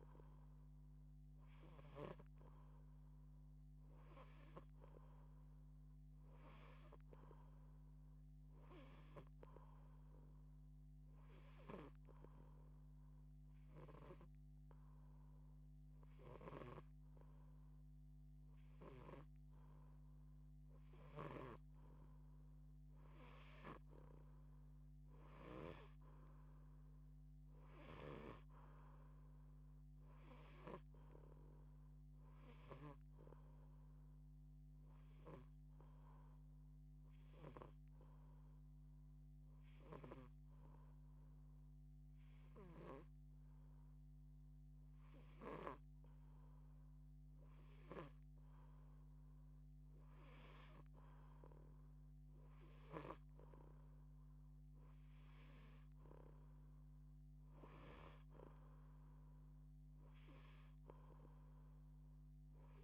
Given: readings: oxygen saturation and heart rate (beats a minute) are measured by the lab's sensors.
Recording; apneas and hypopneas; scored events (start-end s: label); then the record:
breathing in sleep by a microphone on the trachea; 2
0.00-1.50 s: snoring (device-marked)
12.00-22.00 s: hypopnea (oxygen 89% before, 86% lowest, heart rate 136 before, 70 extreme)
20.50-25.50 s: snoring (device-marked)
24.50-28.50 s: arousal
27.50-32.50 s: snoring (device-marked)
35.50-45.50 s: hypopnea (oxygen 88% before, 86% lowest, heart rate 116 before, 68 extreme)
42.00-45.50 s: snoring (device-marked)
48.00-52.50 s: arousal
From the record:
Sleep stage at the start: N2 (light sleep); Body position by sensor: on the back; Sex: female